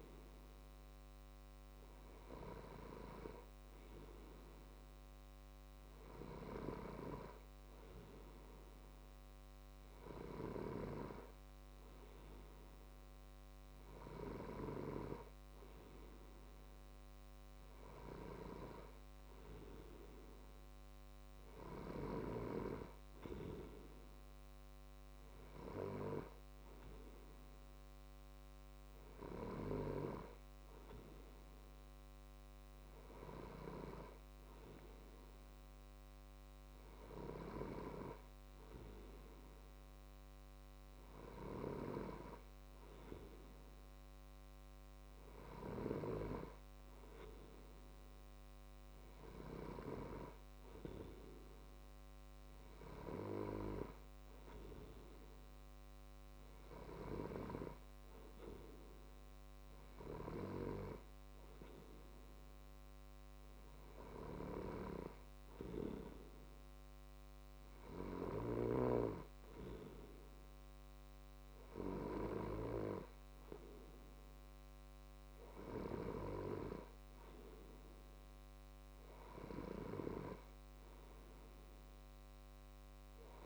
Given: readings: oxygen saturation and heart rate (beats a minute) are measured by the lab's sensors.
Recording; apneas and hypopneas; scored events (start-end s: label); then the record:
breathing in sleep by a microphone on the trachea; none
none scored
From the record:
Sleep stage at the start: N2 (light sleep); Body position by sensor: on the left side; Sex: male